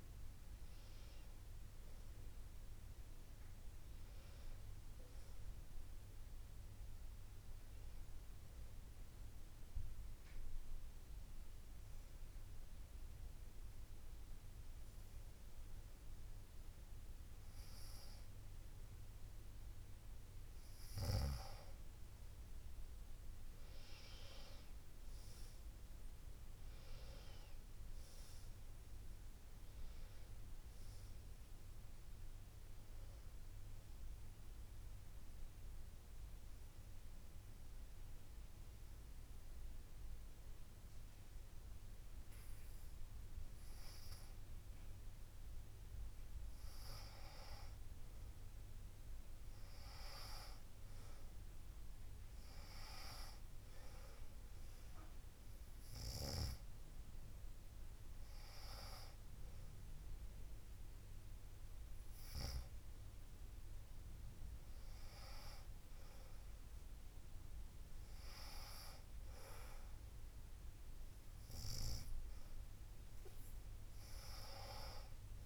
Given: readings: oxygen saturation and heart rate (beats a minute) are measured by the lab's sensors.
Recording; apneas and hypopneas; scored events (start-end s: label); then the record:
breathing in sleep by a room microphone; 2
0.00-8.00 s: oxygen desaturation (device-marked, oxygen 90% lowest, heart rate 63 extreme)
8.50-19.50 s: obstructive apnea (oxygen 96% before, 94% lowest, heart rate 69 before, 54 extreme, up 6 after)
21.50-26.00 s: arousal
28.00-75.46 s: new sleep stage, N2 (light sleep)
35.00-46.00 s: obstructive apnea (oxygen 98% before, 94% lowest, heart rate 67 before, 54 extreme, up 15 after)
49.50-54.00 s: arousal
From the record:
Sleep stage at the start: N1 (lightest sleep); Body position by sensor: on the back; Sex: female